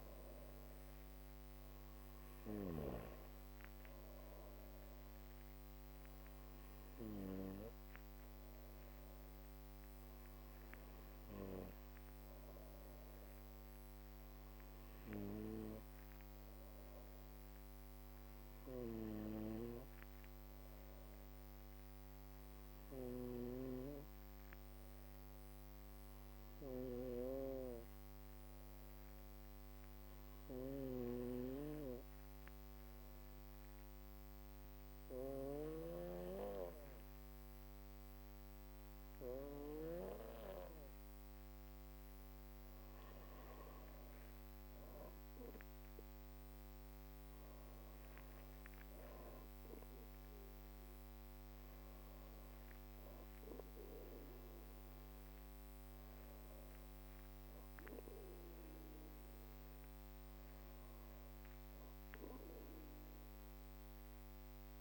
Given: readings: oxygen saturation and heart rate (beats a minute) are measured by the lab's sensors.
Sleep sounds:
breathing in sleep by a microphone on the trachea; 1
0.00-14.00 s: drop in pulse transit time (device-marked, heart rate 52 extreme)
18.50-40.00 s: obstructive apnea (oxygen 99% before, 96% lowest, heart rate 58 before, 52 extreme, up 7 after)
41.00-44.50 s: arousal
41.00-55.00 s: drop in pulse transit time (device-marked, heart rate 61 before, 52 extreme)
From the record:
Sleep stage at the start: N2 (light sleep); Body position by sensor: on the back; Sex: female

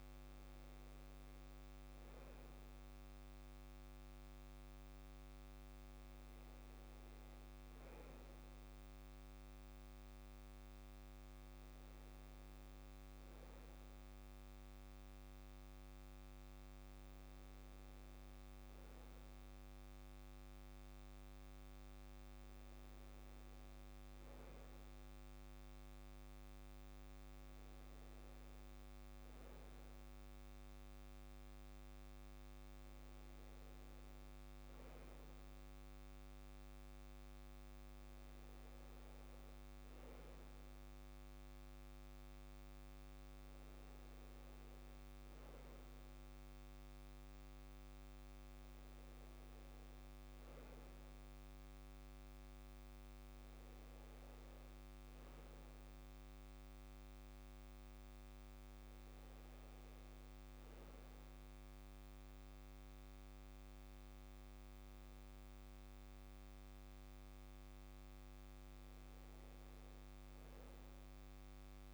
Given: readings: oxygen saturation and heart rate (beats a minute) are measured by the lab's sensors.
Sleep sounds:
breathing in sleep, hard to hear, by a microphone on the trachea; none
none scored
From the record:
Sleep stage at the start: N2 (light sleep); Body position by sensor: on the back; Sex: male

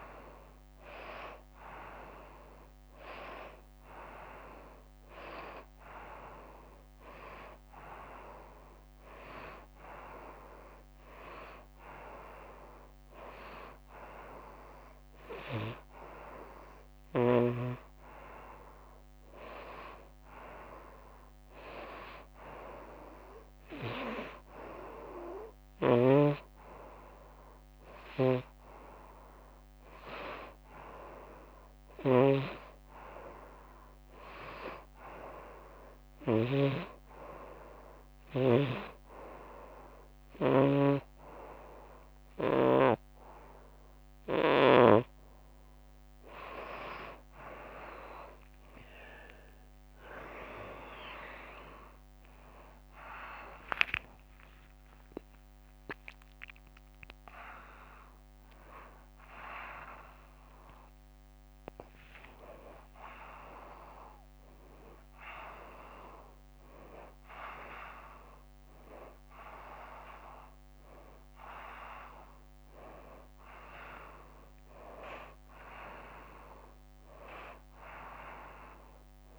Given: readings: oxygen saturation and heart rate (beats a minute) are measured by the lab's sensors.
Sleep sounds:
a person partly awake in a sleep study, by a microphone on the trachea; 1
21.00-35.00 s: oxygen desaturation (device-marked, oxygen 93% before, 90% lowest, heart rate 94 before, 82 extreme)
28.00-36.50 s: snoring (device-marked)
37.00-47.50 s: hypopnea (oxygen 93% before, 86% lowest, heart rate 90 before, 82 extreme, up 32 after)
38.50-43.00 s: snoring (device-marked)
52.00-79.39 s: new sleep stage, awake
54.00-74.00 s: oxygen desaturation (device-marked, oxygen 92% before, 86% lowest, heart rate 89 before, 92 extreme)
From the record:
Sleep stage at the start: N1 (lightest sleep); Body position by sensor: on the right side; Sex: female

